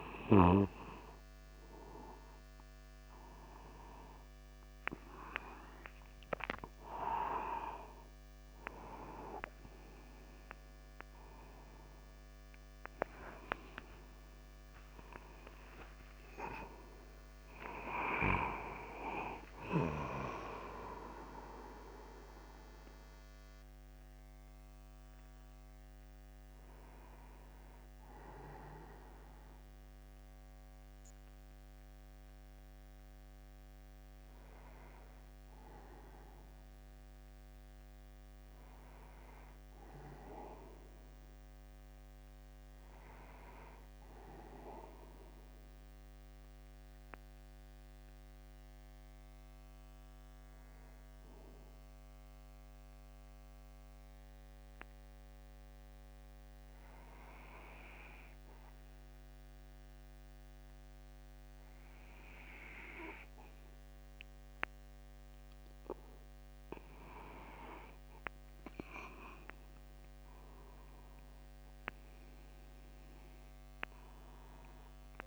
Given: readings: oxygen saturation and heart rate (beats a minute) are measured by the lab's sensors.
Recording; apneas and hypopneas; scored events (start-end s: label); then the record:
breathing in sleep by a microphone on the trachea; 1
0.00-1.00 s: snoring (device-marked)
1.00-4.00 s: arousal
17.50-19.50 s: long interval between heartbeats (device-marked, heart rate 54 before, 96 extreme)
22.50-33.50 s: oxygen desaturation (device-marked, oxygen 96% before, 93% lowest, heart rate 65 before, 50 extreme)
37.50-42.00 s: arousal
46.50-67.00 s: mixed apnea (oxygen 96% before, 95% lowest, heart rate 51 before, 50 extreme, up 1 after)
69.50-73.00 s: arousal
From the record:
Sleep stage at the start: N2 (light sleep); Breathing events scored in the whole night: 147 in 3.5 hours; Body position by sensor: upright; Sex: male